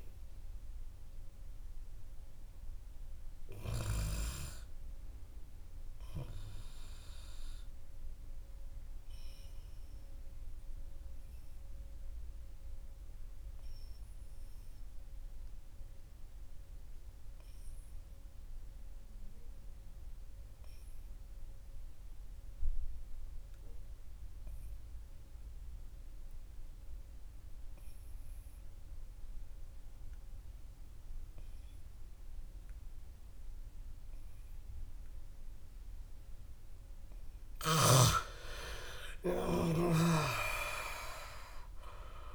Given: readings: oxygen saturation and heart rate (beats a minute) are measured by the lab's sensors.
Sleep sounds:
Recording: breathing in sleep by a room microphone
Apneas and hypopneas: 1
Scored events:
0.00-3.00 s: oxygen desaturation (device-marked, oxygen 87% lowest, heart rate 71 extreme)
8.00-25.00 s: oxygen desaturation (device-marked, oxygen 95% before, 88% lowest, heart rate 78 before, 52 extreme)
9.50-36.00 s: obstructive apnea (oxygen 99% before, 88% lowest, heart rate 80 before, 52 extreme)
38.50-42.35 s: arousal
From the record:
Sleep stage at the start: N2 (light sleep)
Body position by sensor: on the right side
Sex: male

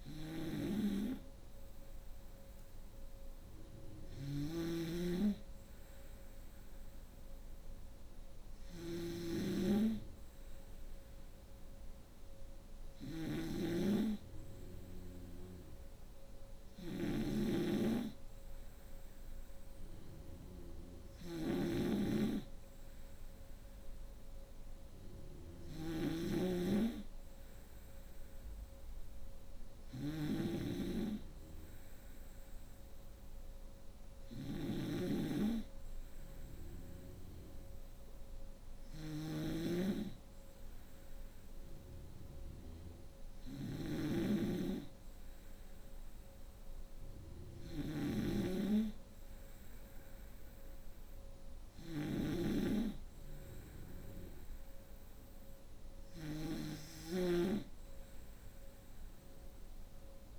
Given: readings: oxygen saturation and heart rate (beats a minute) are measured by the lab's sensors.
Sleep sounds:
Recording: breathing in sleep by a room microphone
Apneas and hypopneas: none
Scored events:
0.00-60.39 s: snoring (device-marked)
From the record:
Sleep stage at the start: N2 (light sleep)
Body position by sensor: on the right side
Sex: female

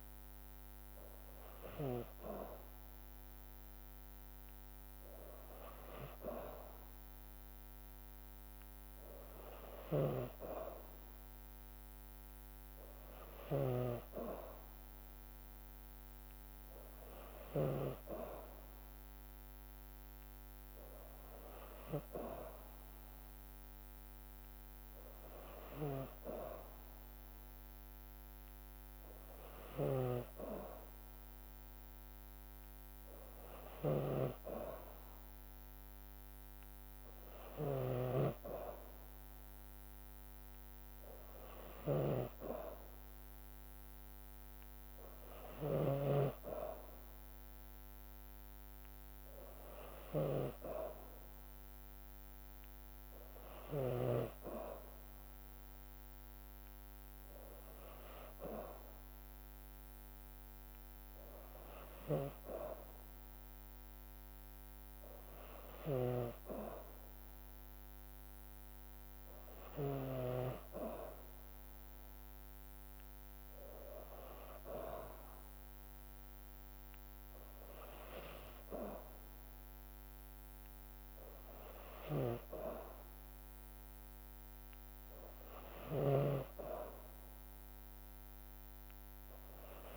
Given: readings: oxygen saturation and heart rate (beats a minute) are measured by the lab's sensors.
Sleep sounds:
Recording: breathing in sleep by a microphone on the trachea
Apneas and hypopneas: none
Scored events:
9.50-17.50 s: snoring (device-marked)
29.50-46.00 s: snoring (device-marked)
65.50-70.00 s: snoring (device-marked)
85.50-89.97 s: snoring (device-marked)
From the record:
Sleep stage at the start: N2 (light sleep)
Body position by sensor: on the back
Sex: female

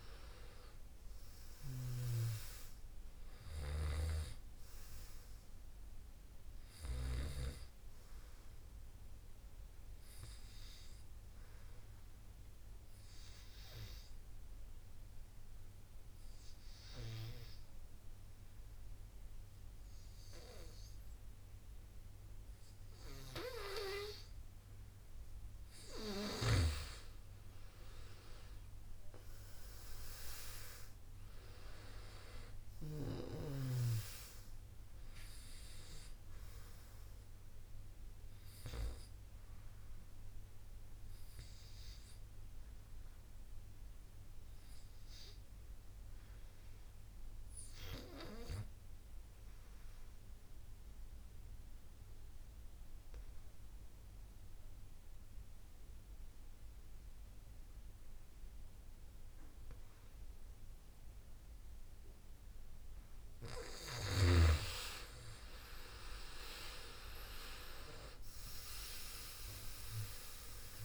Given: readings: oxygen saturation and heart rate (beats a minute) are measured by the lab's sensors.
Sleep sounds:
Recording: breathing in sleep by a room microphone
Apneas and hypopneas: 2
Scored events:
0.00-18.50 s: oxygen desaturation (device-marked, oxygen 88% lowest)
8.50-24.50 s: obstructive apnea (oxygen 95% before, 85% lowest)
27.50-31.50 s: arousal
31.50-48.50 s: oxygen desaturation (device-marked, oxygen 98% before, 89% lowest)
39.00-61.50 s: obstructive apnea (oxygen 98% before, 85% lowest)
61.50-70.85 s: oxygen desaturation (device-marked, oxygen 98% before, 85% lowest)
64.50-68.50 s: arousal
From the record:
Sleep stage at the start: N2 (light sleep)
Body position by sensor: on the back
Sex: male

